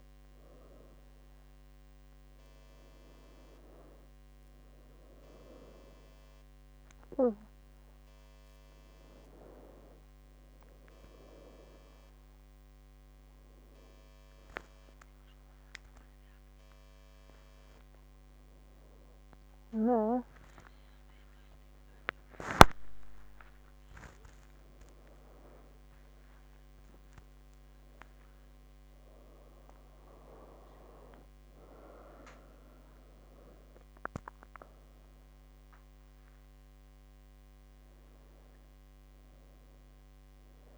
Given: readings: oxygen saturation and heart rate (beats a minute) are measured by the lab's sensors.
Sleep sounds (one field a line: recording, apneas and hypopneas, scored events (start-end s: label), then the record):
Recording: a person awake in a sleep study, by a microphone on the trachea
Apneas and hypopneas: none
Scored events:
30.50-33.50 s: tachycardia (device-marked, heart rate 78 before, 99 extreme)
From the record:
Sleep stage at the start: awake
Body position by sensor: on the back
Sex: female